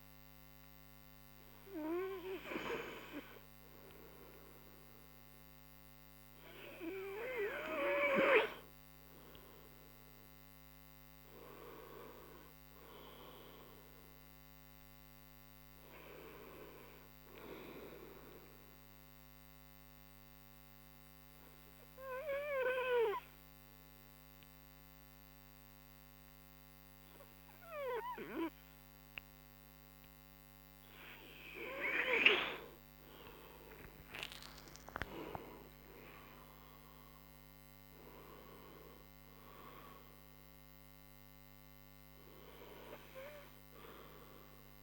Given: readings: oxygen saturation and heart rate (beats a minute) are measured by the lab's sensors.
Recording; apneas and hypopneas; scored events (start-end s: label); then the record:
breathing in sleep by a microphone on the trachea; 1
12.50-16.00 s: arousal
20.00-30.50 s: hypopnea (oxygen 97% before, 92% lowest)
31.50-35.50 s: arousal
42.00-44.82 s: oxygen desaturation (device-marked, oxygen 96% before, 93% lowest)
From the record:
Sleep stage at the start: N2 (light sleep); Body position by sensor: on the right side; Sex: male